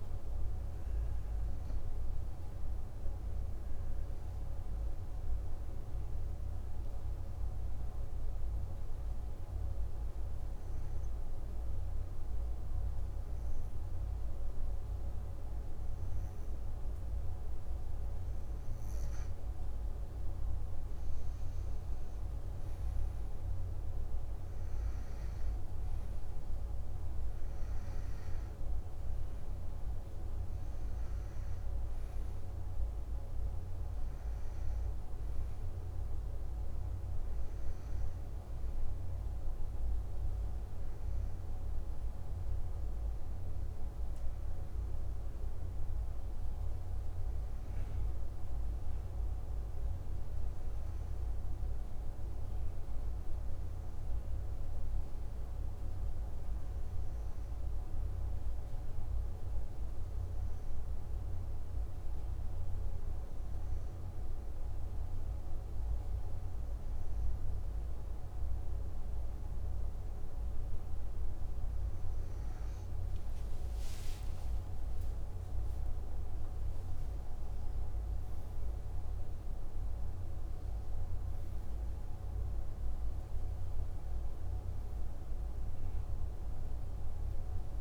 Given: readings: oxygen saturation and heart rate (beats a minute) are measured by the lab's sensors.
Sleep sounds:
breathing in sleep, hard to hear, by a room microphone; 1
5.50-18.50 s: obstructive apnea (oxygen 97% before, 93% lowest, heart rate 76 before, 54 extreme, up 5 after)
20.50-26.00 s: arousal
28.00-46.00 s: oxygen desaturation (device-marked, oxygen 98% before, 93% lowest, heart rate 58 before, 52 extreme)
48.00-51.50 s: arousal
From the record:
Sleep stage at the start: N2 (light sleep); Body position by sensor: on the back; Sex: male

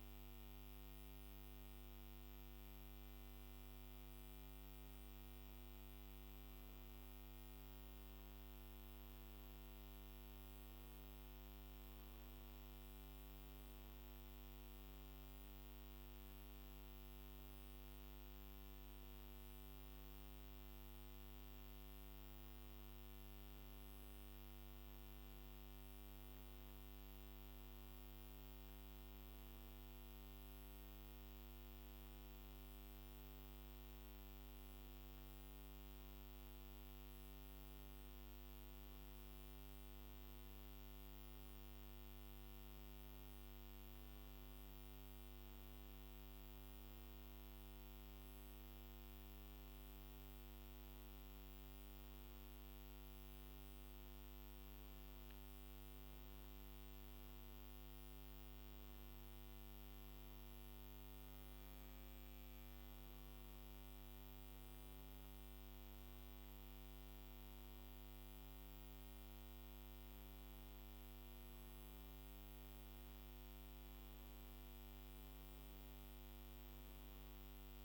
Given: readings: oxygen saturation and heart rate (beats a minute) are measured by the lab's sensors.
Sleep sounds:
a person awake in a sleep study, hard to hear, by a microphone on the trachea; none
none scored
From the record:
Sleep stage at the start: awake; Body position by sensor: on the back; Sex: male

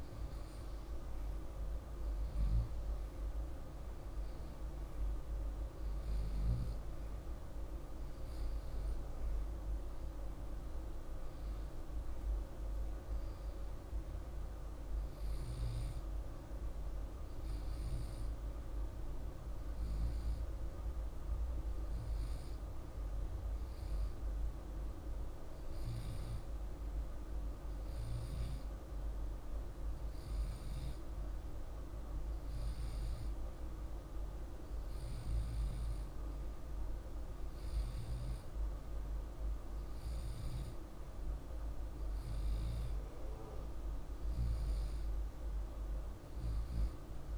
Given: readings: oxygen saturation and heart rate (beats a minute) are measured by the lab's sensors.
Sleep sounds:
breathing in sleep, hard to hear, by a room microphone; none
none scored
From the record:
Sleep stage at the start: REM sleep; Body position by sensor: on the left side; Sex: male

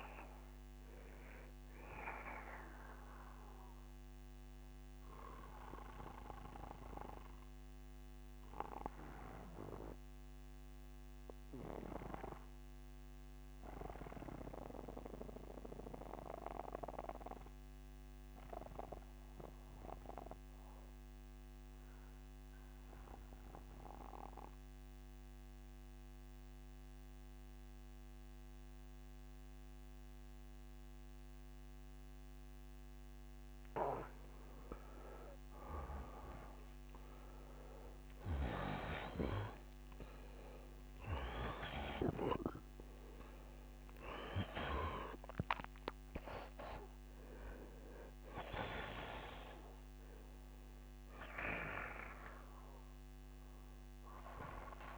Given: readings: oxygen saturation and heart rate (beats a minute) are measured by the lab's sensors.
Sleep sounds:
breathing in sleep by a microphone on the trachea; 1
0.00-4.00 s: oxygen desaturation (device-marked, oxygen 88% lowest, heart rate 63 extreme)
6.00-32.00 s: obstructive apnea (oxygen 96% before, 85% lowest, heart rate 67 before, 63 extreme, up 13 after)
27.00-54.98 s: oxygen desaturation (device-marked, oxygen 96% before, 85% lowest, heart rate 64 before, 64 extreme)
34.00-38.00 s: arousal
From the record:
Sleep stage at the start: N2 (light sleep); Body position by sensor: on the back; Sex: male

